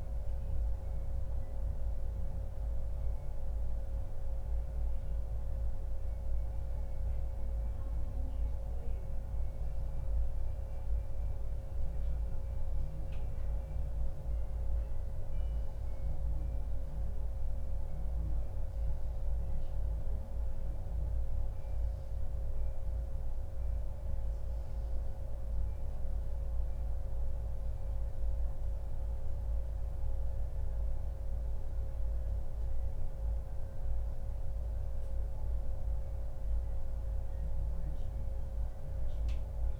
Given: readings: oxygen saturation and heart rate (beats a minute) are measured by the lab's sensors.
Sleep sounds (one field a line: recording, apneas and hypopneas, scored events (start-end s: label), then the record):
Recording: breathing in sleep, hard to hear, by a room microphone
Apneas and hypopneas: none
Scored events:
none scored
From the record:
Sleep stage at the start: N1 (lightest sleep)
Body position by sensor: on the back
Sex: male